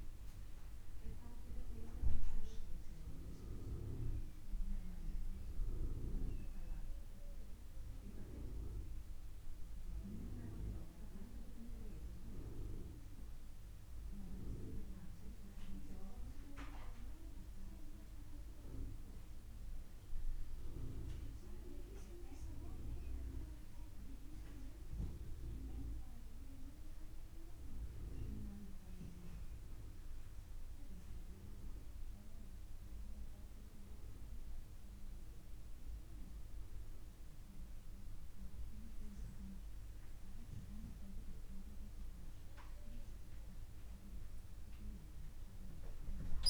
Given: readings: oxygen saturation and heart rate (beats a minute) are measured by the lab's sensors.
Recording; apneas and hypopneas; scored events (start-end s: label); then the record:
breathing in sleep by a room microphone; none
38.00-46.50 s: new sleep stage, awake
From the record:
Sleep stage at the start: N1 (lightest sleep); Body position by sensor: on the back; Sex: male